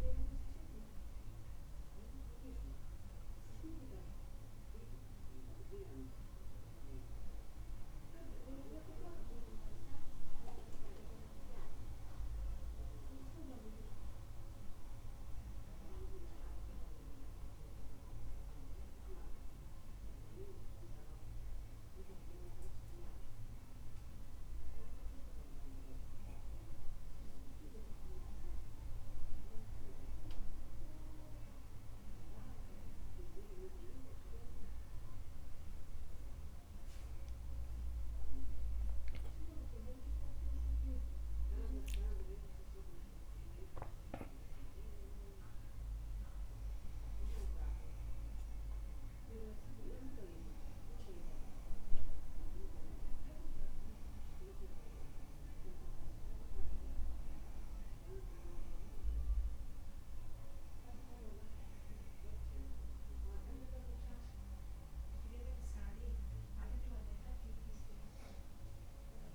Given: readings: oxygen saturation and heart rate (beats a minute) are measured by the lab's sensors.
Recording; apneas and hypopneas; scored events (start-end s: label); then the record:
breathing in sleep by a room microphone; none
39.50-44.50 s: arousal
From the record:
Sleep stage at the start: N2 (light sleep); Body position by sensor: on the back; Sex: male